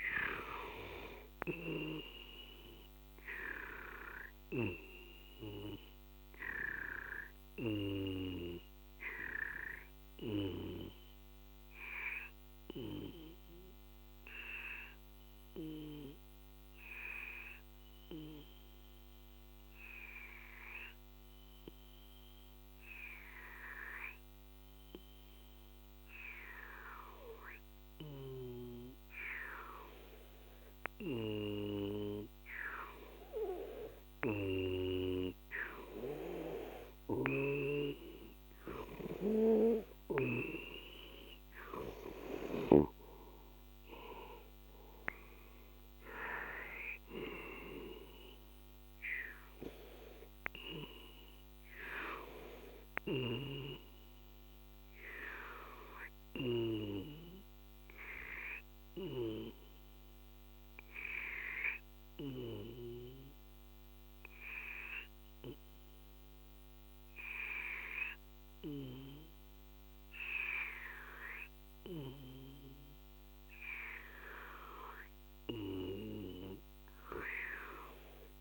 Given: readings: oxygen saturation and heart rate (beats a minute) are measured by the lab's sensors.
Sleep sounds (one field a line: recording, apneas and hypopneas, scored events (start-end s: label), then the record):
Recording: breathing in sleep by a microphone on the trachea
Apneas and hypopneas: 1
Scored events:
1.50-40.50 s: obstructive apnea (oxygen 98% before, 92% lowest, heart rate 51 before, 39 extreme, up 8 after)
31.50-66.50 s: oxygen desaturation (device-marked, oxygen 97% before, 92% lowest, heart rate 44 before, 40 extreme)
43.50-48.00 s: arousal
From the record:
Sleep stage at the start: N2 (light sleep)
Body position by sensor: on the left side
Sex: male